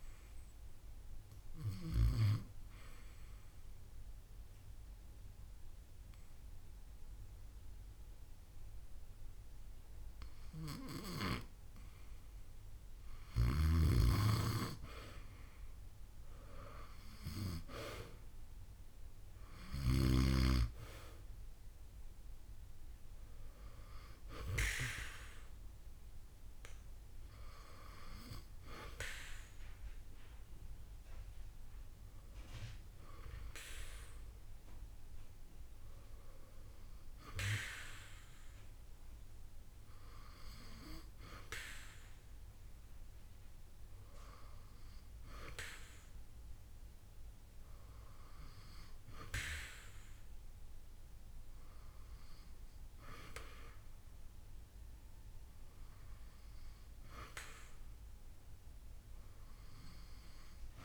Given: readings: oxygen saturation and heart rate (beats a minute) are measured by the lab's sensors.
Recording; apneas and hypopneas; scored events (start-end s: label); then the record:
breathing in sleep by a room microphone; 1
2.50-13.00 s: obstructive apnea (oxygen 92% before, 84% lowest)
9.50-39.50 s: new sleep stage, N1 (lightest sleep)
15.00-19.50 s: arousal
19.50-35.50 s: oxygen desaturation (device-marked, oxygen 93% before, 84% lowest)
20.00-22.00 s: long interval between heartbeats (device-marked)
39.50-60.85 s: new sleep stage, N2 (light sleep)
From the record:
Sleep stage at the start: N2 (light sleep); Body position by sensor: on the back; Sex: female